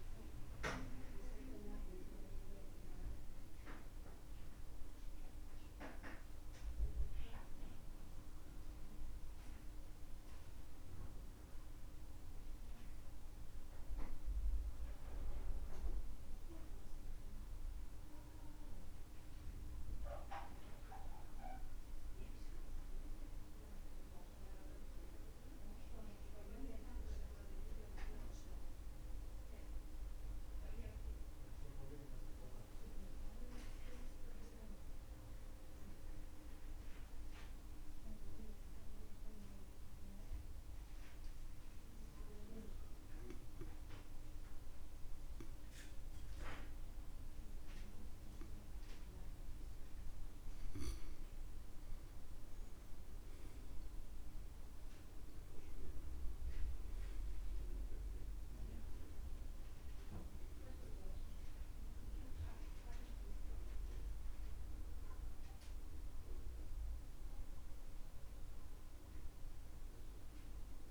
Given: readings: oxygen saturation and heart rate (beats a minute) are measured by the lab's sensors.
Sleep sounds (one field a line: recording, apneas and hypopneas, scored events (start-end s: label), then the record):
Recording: breathing in sleep by a room microphone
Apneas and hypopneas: 1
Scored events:
38.50-51.00 s: obstructive apnea (oxygen 96% before, 90% lowest, heart rate 70 before, 67 extreme, up 10 after)
52.50-56.00 s: arousal
57.50-70.91 s: oxygen desaturation (device-marked, oxygen 95% before, 90% lowest, heart rate 70 before, 64 extreme)
From the record:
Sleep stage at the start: N2 (light sleep)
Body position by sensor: on the back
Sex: male